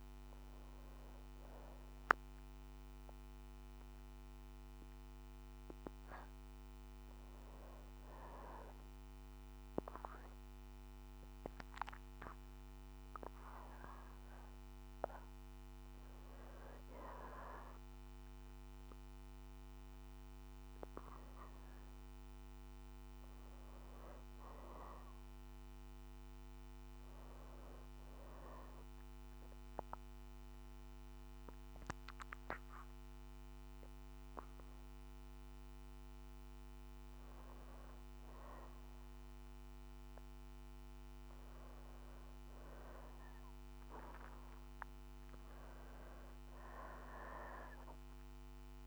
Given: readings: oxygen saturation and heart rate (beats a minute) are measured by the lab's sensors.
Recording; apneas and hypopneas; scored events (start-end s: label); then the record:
breathing in sleep by a microphone on the trachea; 2
1.00-14.00 s: hypopnea (oxygen 98% before, 91% lowest, heart rate 62 before, 59 extreme, up 3 after)
16.00-20.00 s: arousal
18.00-31.00 s: oxygen desaturation (device-marked, oxygen 97% before, 93% lowest, heart rate 60 before, 59 extreme)
28.00-38.50 s: hypopnea (oxygen 99% before, 91% lowest, heart rate 61 before, 59 extreme, up 2 after)
41.00-44.00 s: arousal
From the record:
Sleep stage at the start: REM sleep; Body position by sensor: on the back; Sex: female